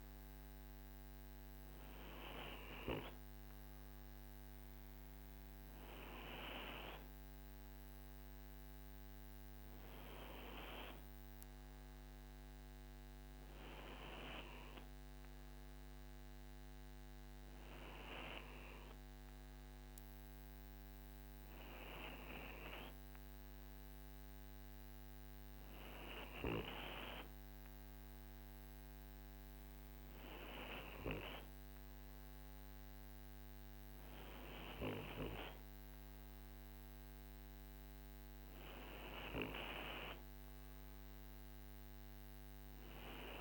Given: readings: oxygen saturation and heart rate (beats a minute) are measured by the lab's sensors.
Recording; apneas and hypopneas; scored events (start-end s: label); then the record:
breathing in sleep by a microphone on the trachea; none
none scored
From the record:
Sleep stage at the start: N2 (light sleep); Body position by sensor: on the right side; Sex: male